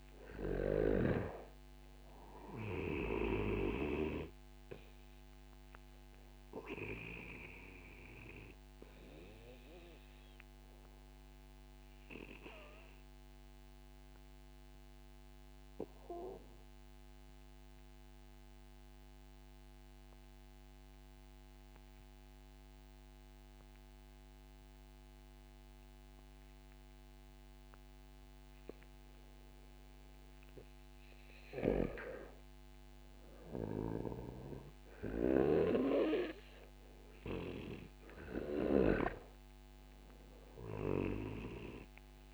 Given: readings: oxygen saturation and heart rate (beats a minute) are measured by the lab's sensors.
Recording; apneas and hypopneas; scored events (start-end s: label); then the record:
breathing in sleep by a microphone on the trachea; 1
0.00-20.50 s: oxygen desaturation (device-marked, oxygen 90% lowest, heart rate 33 extreme)
5.50-30.00 s: obstructive apnea (oxygen 97% before, 90% lowest, heart rate 56 before, 26 extreme, up 5 after)
32.00-36.00 s: arousal
From the record:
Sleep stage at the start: N2 (light sleep); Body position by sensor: on the back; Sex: male